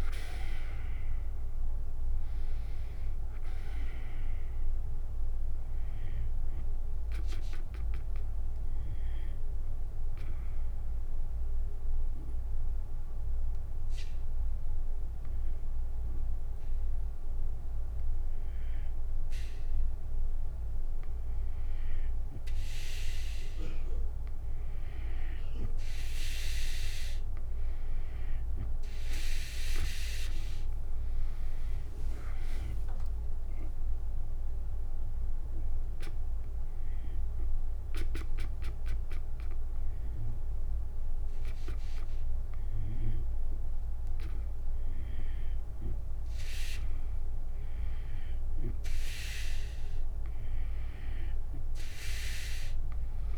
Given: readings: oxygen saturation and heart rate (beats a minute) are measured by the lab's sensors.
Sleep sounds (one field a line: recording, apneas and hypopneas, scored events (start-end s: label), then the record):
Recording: breathing in sleep by a room microphone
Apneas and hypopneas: 1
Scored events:
0.00-3.50 s: arousal
0.50-16.50 s: oxygen desaturation (device-marked, oxygen 98% before, 91% lowest, heart rate 65 before, 60 extreme)
9.50-20.50 s: mixed apnea (oxygen 98% before, 92% lowest, heart rate 75 before, 60 extreme, up 6 after)
27.50-32.00 s: arousal
28.50-45.50 s: oxygen desaturation (device-marked, oxygen 98% before, 93% lowest, heart rate 63 before, 59 extreme)
30.50-42.50 s: drop in pulse transit time (device-marked, heart rate 63 before, 65 extreme)
From the record:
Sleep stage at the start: N2 (light sleep)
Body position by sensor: on the back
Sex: female